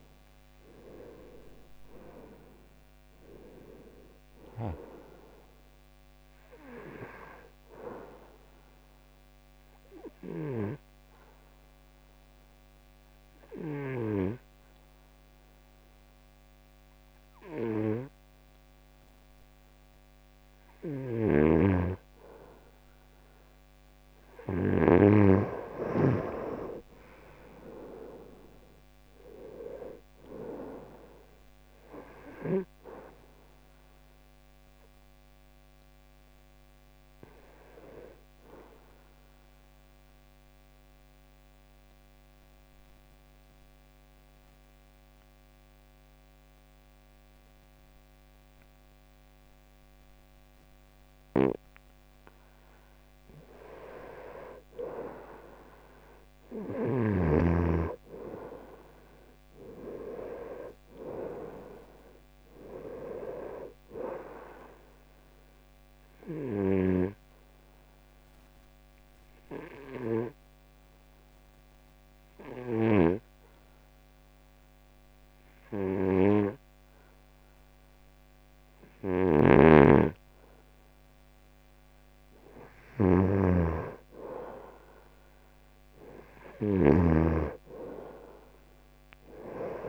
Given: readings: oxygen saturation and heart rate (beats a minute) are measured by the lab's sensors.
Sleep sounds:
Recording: breathing in sleep by a microphone on the trachea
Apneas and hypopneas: 3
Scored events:
9.50-23.00 s: obstructive apnea (oxygen 94% before, 88% lowest, heart rate 76 before, 68 extreme, up 1 after)
25.50-29.50 s: arousal
40.00-53.50 s: obstructive apnea (oxygen 95% before, 88% lowest, heart rate 70 before, 70 extreme, up 4 after)
53.00-63.00 s: oxygen desaturation (device-marked, oxygen 96% before, 91% lowest, heart rate 70 before, 71 extreme)
56.00-60.00 s: arousal
67.00-81.00 s: obstructive apnea (oxygen 96% before, 88% lowest, heart rate 72 before, 71 extreme)
72.00-89.89 s: oxygen desaturation (device-marked, oxygen 96% before, 88% lowest, heart rate 73 before, 71 extreme)
83.00-87.00 s: arousal
From the record:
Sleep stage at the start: N2 (light sleep)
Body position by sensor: on the right side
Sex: male

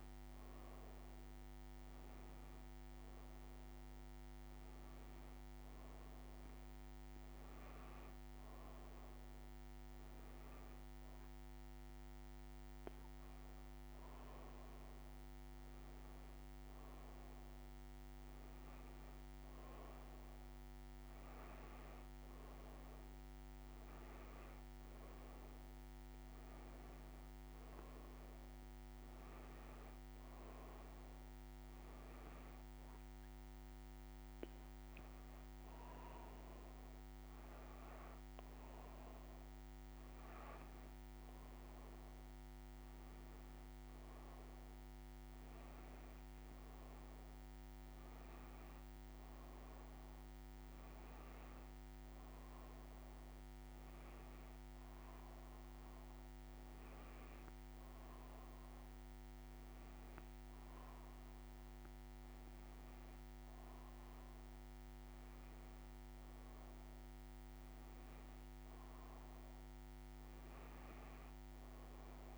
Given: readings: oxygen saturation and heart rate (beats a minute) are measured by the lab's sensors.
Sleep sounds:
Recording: breathing in sleep, hard to hear, by a microphone on the trachea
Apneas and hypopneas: none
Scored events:
none scored
From the record:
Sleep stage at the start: N2 (light sleep)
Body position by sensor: on the back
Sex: female

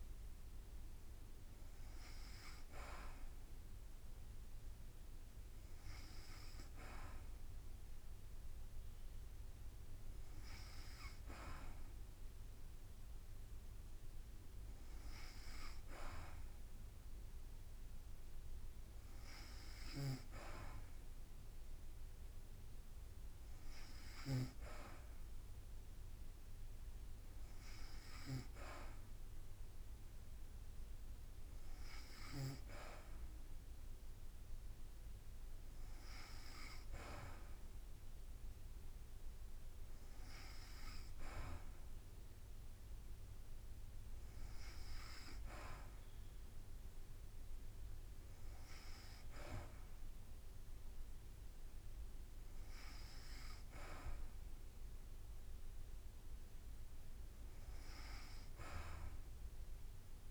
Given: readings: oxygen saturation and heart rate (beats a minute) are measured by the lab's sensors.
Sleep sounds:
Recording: breathing in sleep by a room microphone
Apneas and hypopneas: none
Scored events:
none scored
From the record:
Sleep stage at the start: N2 (light sleep)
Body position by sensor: on the back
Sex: female

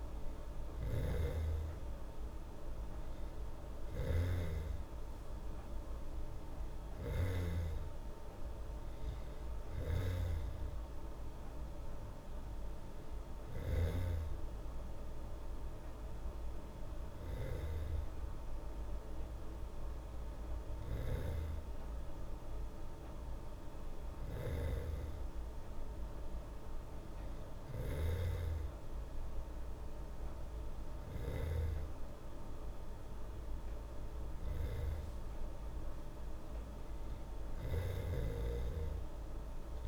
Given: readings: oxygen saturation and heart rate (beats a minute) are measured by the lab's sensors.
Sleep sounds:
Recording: breathing in sleep by a room microphone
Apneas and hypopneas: none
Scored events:
0.00-7.50 s: snoring (device-marked)
27.50-31.50 s: snoring (device-marked)
From the record:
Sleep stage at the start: N2 (light sleep)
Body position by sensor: on the back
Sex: female

